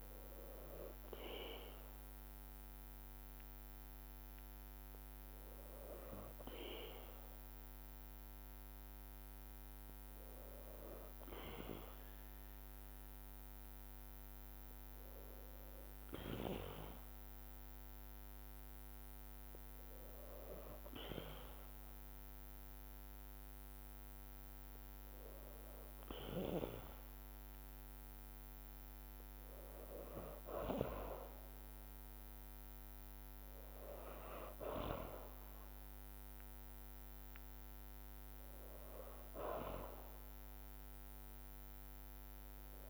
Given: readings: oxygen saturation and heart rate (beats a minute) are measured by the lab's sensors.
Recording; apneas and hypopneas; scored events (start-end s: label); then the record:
breathing in sleep by a microphone on the trachea; none
25.00-37.00 s: drop in pulse transit time (device-marked, heart rate 52 before, 53 extreme)
From the record:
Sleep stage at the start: N2 (light sleep); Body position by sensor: on the back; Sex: female